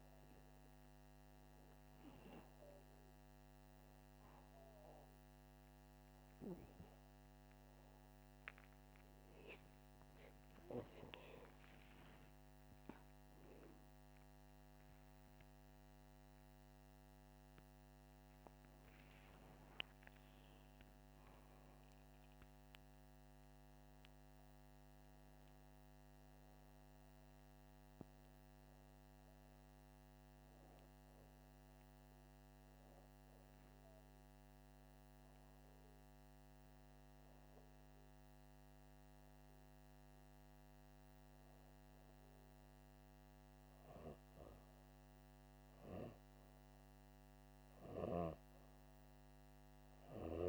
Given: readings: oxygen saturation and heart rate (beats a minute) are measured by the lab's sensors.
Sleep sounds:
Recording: breathing in sleep by a microphone on the trachea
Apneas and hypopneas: 1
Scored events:
10.50-17.50 s: arousal
35.00-45.50 s: hypopnea (oxygen 97% before, 95% lowest, heart rate 85 before, 79 extreme, up 2 after)
48.00-50.49 s: arousal
From the record:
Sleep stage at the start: N2 (light sleep)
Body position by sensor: upright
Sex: male

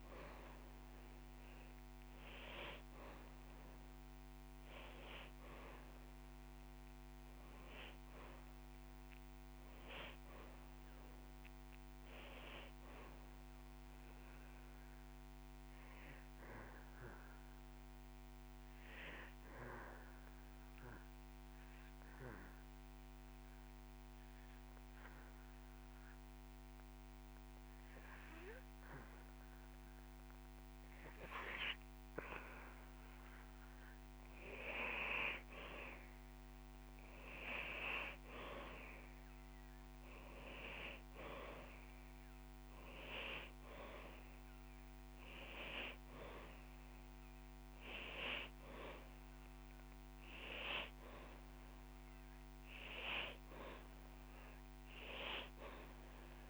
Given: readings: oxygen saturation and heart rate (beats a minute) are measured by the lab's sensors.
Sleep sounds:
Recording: breathing in sleep by a microphone on the trachea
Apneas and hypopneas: 1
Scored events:
0.00-21.00 s: oxygen desaturation (device-marked, oxygen 91% lowest)
15.50-32.00 s: obstructive apnea (oxygen 97% before, 92% lowest)
35.00-38.50 s: arousal
42.00-56.50 s: oxygen desaturation (device-marked, oxygen 99% before, 92% lowest)
From the record:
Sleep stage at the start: N2 (light sleep)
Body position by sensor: on the back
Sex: male

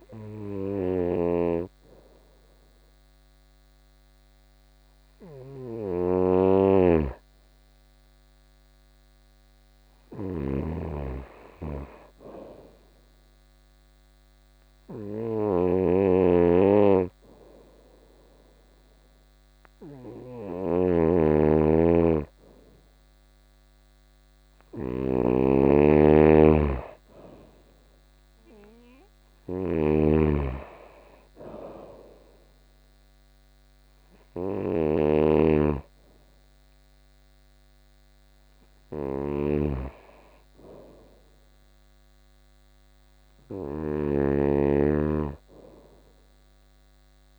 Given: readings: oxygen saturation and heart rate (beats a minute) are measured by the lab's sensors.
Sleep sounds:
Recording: breathing in sleep by a microphone on the trachea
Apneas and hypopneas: 1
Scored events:
0.00-12.00 s: oxygen desaturation (device-marked, oxygen 91% lowest, heart rate 81 extreme)
0.00-47.39 s: snoring (device-marked)
13.50-24.00 s: hypopnea (oxygen 97% before, 91% lowest, heart rate 81 before, 81 extreme, up 1 after)
25.50-29.00 s: arousal
34.00-47.00 s: oxygen desaturation (device-marked, oxygen 94% before, 91% lowest, heart rate 82 before, 81 extreme)
From the record:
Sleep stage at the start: N2 (light sleep)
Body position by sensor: on the right side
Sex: female

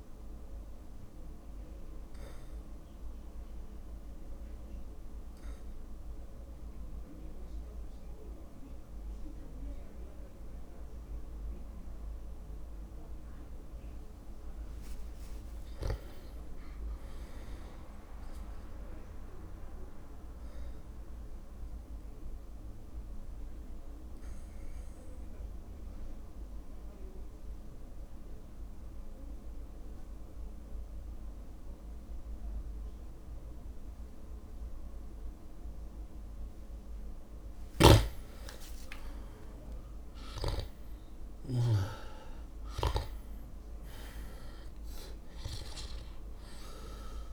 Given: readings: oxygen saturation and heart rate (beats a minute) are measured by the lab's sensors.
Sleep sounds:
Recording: breathing in sleep, hard to hear, by a room microphone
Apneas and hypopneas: 2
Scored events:
2.00-13.00 s: obstructive apnea (oxygen 100% before, 94% lowest, heart rate 59 before, 56 extreme, up 3 after)
7.50-26.50 s: oxygen desaturation (device-marked, oxygen 99% before, 94% lowest, heart rate 59 before, 56 extreme)
15.00-18.50 s: arousal
20.50-35.50 s: obstructive apnea (oxygen 99% before, 94% lowest, heart rate 59 before, 54 extreme, up 5 after)
37.50-42.00 s: snoring (device-marked)
39.00-42.50 s: arousal
41.50-47.33 s: drop in pulse transit time (device-marked, heart rate 58 before, 54 extreme)
From the record:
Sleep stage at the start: REM sleep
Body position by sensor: on the back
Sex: male

